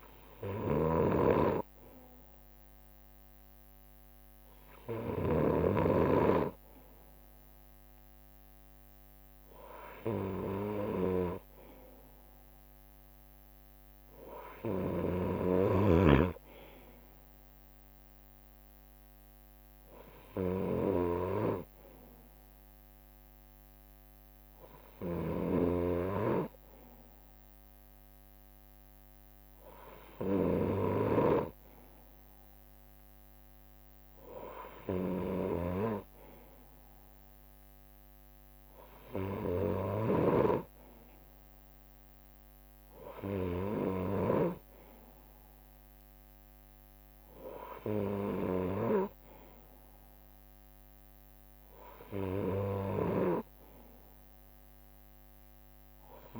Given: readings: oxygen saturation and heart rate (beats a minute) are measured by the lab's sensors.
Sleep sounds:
breathing in sleep by a microphone on the trachea; none
0.00-44.00 s: snoring (device-marked)
3.00-4.50 s: leg movement (device-marked)
17.00-18.00 s: leg movement (device-marked)
21.50-24.50 s: leg movement (device-marked)
27.00-30.50 s: leg movement (device-marked)
37.50-51.50 s: drop in pulse transit time (device-marked, heart rate 65 before, 64 extreme)
42.00-45.00 s: leg movement (device-marked)
48.00-50.50 s: leg movement (device-marked)
52.50-56.40 s: snoring (device-marked)
From the record:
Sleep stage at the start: N2 (light sleep); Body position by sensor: on the right side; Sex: male

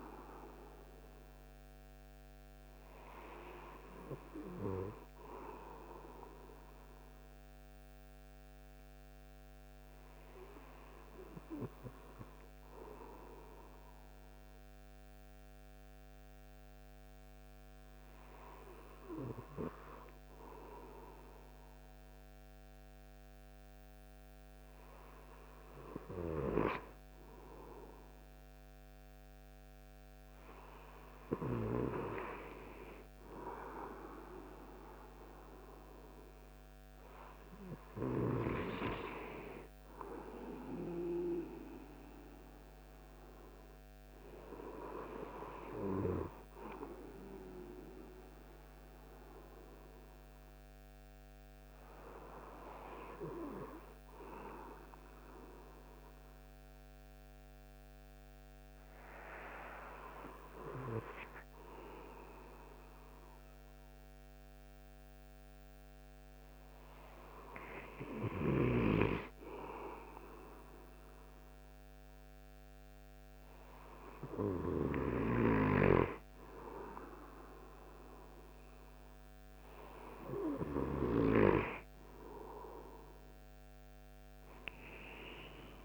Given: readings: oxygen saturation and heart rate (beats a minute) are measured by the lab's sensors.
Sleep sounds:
breathing in sleep by a microphone on the trachea; 2
0.00-9.00 s: oxygen desaturation (device-marked, oxygen 93% lowest)
5.00-23.50 s: hypopnea (oxygen 97% before, 93% lowest)
25.00-29.00 s: arousal
50.00-69.50 s: hypopnea (oxygen 96% before, 94% lowest)
71.00-74.50 s: arousal
75.00-81.50 s: snoring (device-marked)
From the record:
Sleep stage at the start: N2 (light sleep); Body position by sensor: on the right side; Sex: male

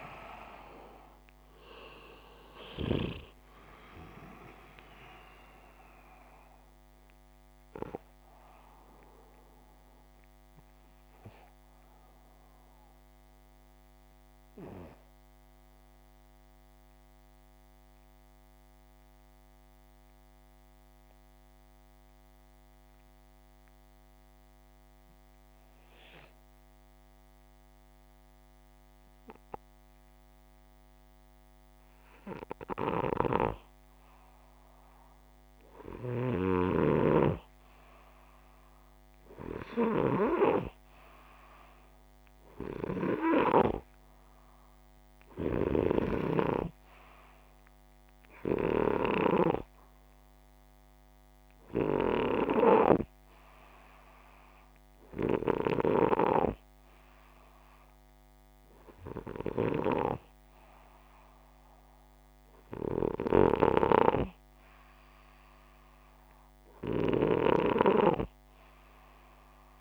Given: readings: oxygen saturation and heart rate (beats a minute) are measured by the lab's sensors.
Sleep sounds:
breathing in sleep by a microphone on the trachea; 1
11.00-33.00 s: obstructive apnea (oxygen 97% before, 93% lowest, heart rate 126 before, 165 extreme, up 35 after)
32.00-39.50 s: snoring (device-marked)
35.50-38.50 s: arousal
62.50-66.50 s: snoring (device-marked)
65.50-69.81 s: oxygen desaturation (device-marked, oxygen 97% before, 93% lowest, heart rate 178 before, 156 extreme)
From the record:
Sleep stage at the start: N2 (light sleep); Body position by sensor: upright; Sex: male

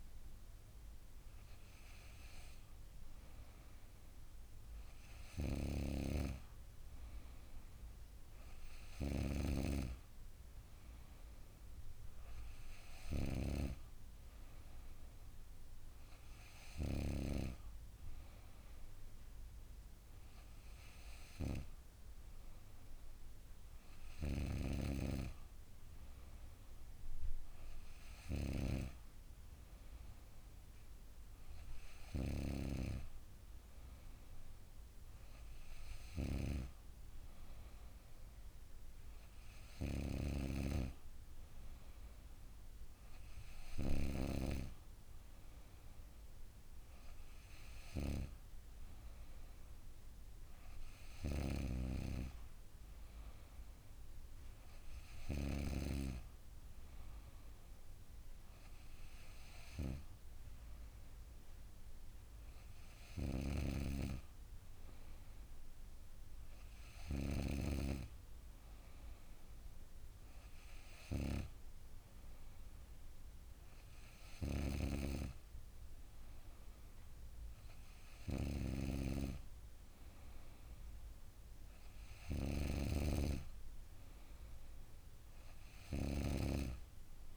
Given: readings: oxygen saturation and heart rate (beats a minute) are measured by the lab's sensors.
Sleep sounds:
breathing in sleep by a room microphone; none
none scored
From the record:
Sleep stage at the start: N2 (light sleep); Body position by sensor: on the back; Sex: female

